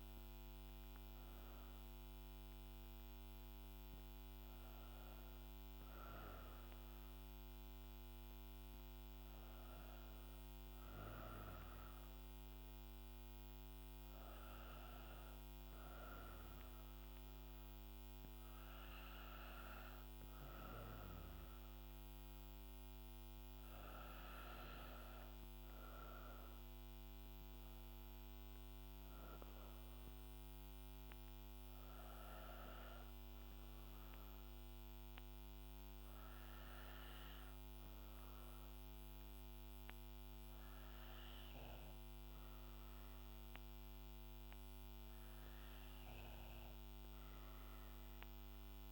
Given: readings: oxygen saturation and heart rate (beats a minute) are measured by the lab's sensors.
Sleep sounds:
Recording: breathing in sleep, hard to hear, by a microphone on the trachea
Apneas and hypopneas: none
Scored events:
0.00-5.00 s: oxygen desaturation (device-marked, oxygen 90% lowest, heart rate 58 extreme)
From the record:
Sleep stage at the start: N2 (light sleep)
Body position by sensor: on the right side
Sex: female

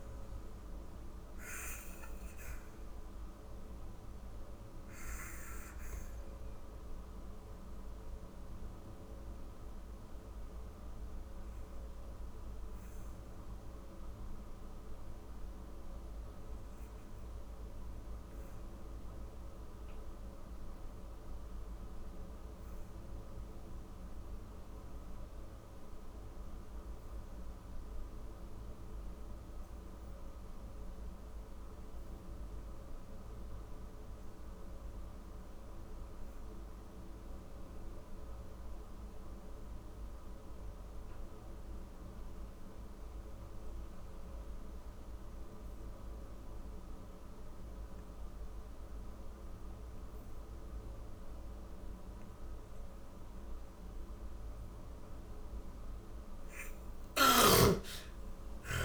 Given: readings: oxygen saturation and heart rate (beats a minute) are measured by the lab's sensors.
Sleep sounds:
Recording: breathing in sleep, hard to hear, by a room microphone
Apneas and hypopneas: 1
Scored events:
0.00-21.00 s: oxygen desaturation (device-marked, oxygen 64% lowest, heart rate 45 extreme)
2.00-54.00 s: obstructive apnea (oxygen 97% before, 62% lowest, heart rate 66 before, 45 extreme, up 51 after)
28.00-58.85 s: oxygen desaturation (device-marked, oxygen 97% before, 62% lowest, heart rate 59 before, 45 extreme)
55.50-58.85 s: snoring (device-marked)
56.00-58.85 s: arousal
From the record:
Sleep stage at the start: N2 (light sleep)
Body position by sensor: on the back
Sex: female

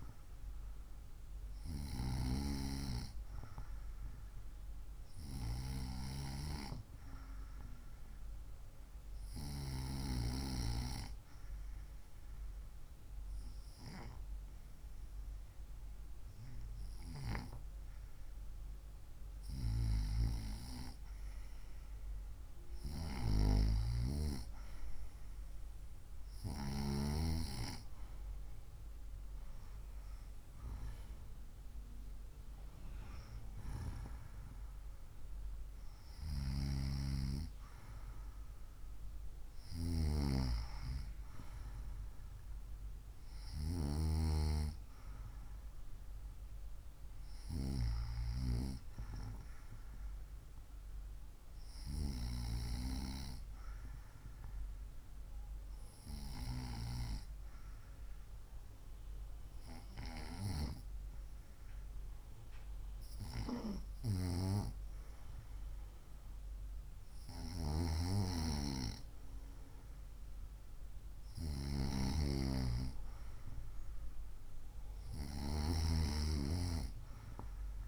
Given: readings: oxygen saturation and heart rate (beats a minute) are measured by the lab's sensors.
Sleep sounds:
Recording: breathing in sleep by a room microphone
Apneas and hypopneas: 1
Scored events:
7.50-18.00 s: hypopnea (oxygen 96% before, 94% lowest, heart rate 66 before, 63 extreme, up 1 after)
20.50-24.00 s: arousal
From the record:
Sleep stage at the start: N2 (light sleep)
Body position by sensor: on the right side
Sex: female

